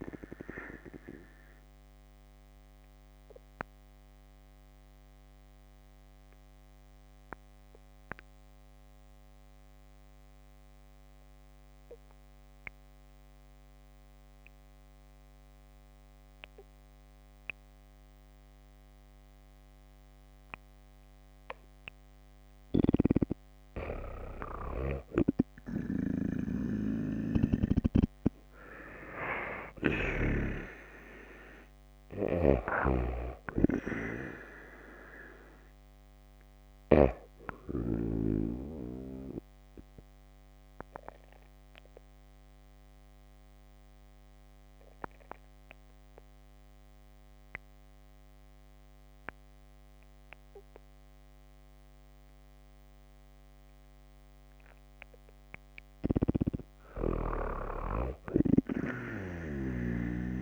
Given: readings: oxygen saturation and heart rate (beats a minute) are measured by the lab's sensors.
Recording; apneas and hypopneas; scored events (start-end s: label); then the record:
breathing in sleep by a microphone on the trachea; 2
2.50-22.50 s: obstructive apnea (oxygen 96% before, 90% lowest)
22.50-28.00 s: snoring (device-marked)
24.50-28.00 s: arousal
27.00-38.00 s: oxygen desaturation (device-marked, oxygen 96% before, 90% lowest)
40.00-55.50 s: obstructive apnea (oxygen 96% before, 91% lowest)
59.00-60.41 s: arousal
From the record:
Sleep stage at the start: N2 (light sleep); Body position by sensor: on the back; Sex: female